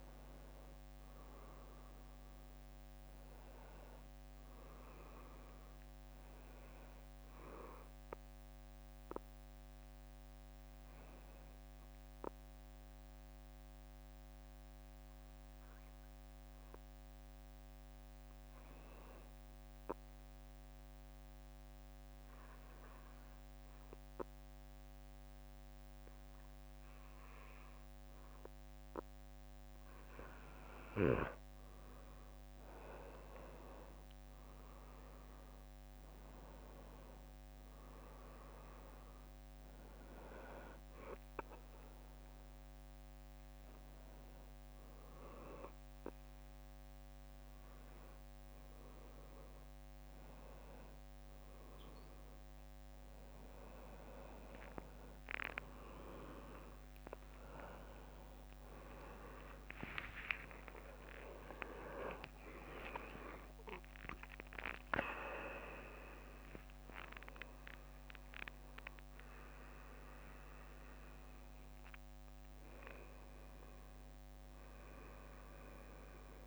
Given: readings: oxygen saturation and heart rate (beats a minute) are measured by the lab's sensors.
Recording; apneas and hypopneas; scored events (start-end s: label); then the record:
a person awake in a sleep study, by a microphone on the trachea; 1
20.00-31.00 s: obstructive apnea (oxygen 97% before, 91% lowest, heart rate 61 before, 59 extreme, up 11 after)
30.00-54.00 s: oxygen desaturation (device-marked, oxygen 97% before, 91% lowest, heart rate 59 before, 59 extreme)
36.00-76.47 s: new sleep stage, awake
56.00-63.00 s: tachycardia (device-marked, heart rate 60 before, 138 extreme)
57.50-59.50 s: long interval between heartbeats (device-marked, heart rate 64 before, 94 extreme)
58.00-68.00 s: leg movement (device-marked)
60.00-76.47 s: drop in pulse transit time (device-marked, heart rate 69 before, 80 extreme)
60.50-62.50 s: long interval between heartbeats (device-marked, heart rate 69 before, 135 extreme)
From the record:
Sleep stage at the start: N2 (light sleep); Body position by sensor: on the back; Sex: male